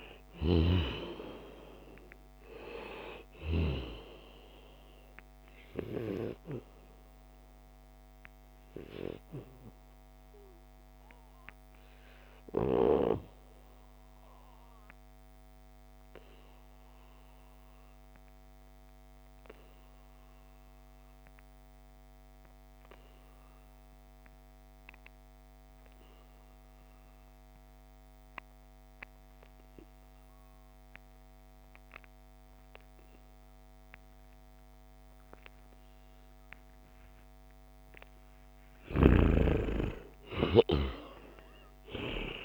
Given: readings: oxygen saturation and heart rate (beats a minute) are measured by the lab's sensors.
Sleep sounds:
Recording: breathing in sleep by a microphone on the trachea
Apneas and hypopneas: 1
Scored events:
0.00-16.50 s: oxygen desaturation (device-marked, oxygen 90% lowest, heart rate 69 extreme)
10.00-37.50 s: obstructive apnea (oxygen 95% before, 87% lowest, heart rate 79 before, 69 extreme, up 4 after)
35.50-42.45 s: oxygen desaturation (device-marked, oxygen 96% before, 87% lowest, heart rate 73 before, 69 extreme)
38.50-42.45 s: arousal
From the record:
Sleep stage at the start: N2 (light sleep)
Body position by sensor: on the back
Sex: male

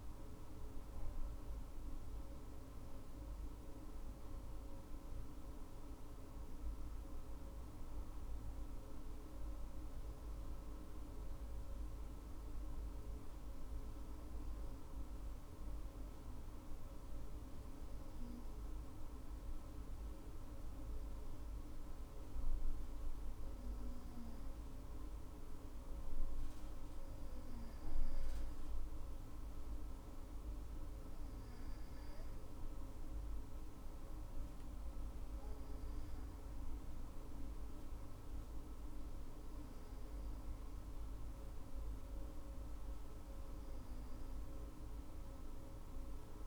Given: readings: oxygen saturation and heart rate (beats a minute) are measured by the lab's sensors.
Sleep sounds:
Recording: breathing in sleep, hard to hear, by a room microphone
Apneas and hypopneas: none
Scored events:
none scored
From the record:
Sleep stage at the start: N2 (light sleep)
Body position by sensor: on the right side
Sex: female

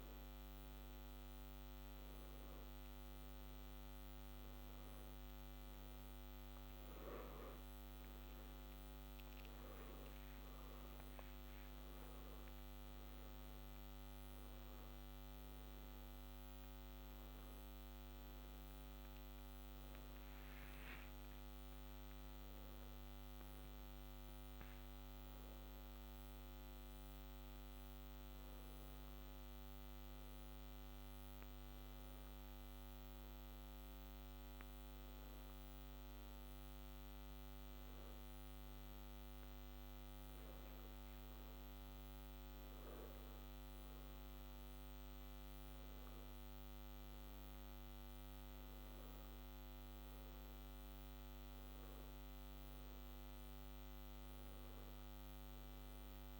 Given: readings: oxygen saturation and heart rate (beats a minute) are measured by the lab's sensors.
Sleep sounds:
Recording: breathing in sleep, hard to hear, by a microphone on the trachea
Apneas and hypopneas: none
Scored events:
9.00-13.00 s: arousal
From the record:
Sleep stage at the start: N1 (lightest sleep)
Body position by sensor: on the back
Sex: male

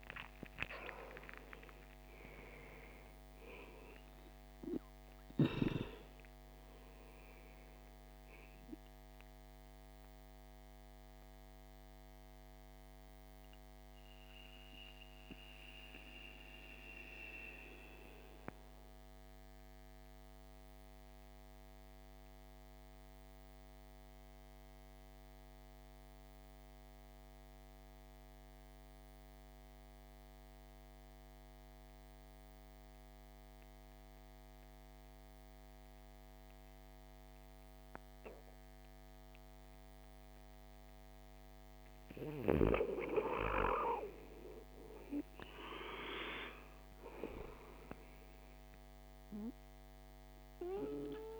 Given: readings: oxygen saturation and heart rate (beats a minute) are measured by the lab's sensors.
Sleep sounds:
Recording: breathing in sleep by a microphone on the trachea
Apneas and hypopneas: 1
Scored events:
0.00-1.00 s: arousal
0.00-31.00 s: oxygen desaturation (device-marked, oxygen 83% lowest, heart rate 53 extreme)
10.50-42.00 s: mixed apnea (oxygen 99% before, 83% lowest, heart rate 63 before, 53 extreme, up 12 after)
39.00-51.40 s: oxygen desaturation (device-marked, oxygen 100% before, 83% lowest, heart rate 56 before, 54 extreme)
44.50-48.00 s: arousal
From the record:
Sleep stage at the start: N2 (light sleep)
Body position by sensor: on the back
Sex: male

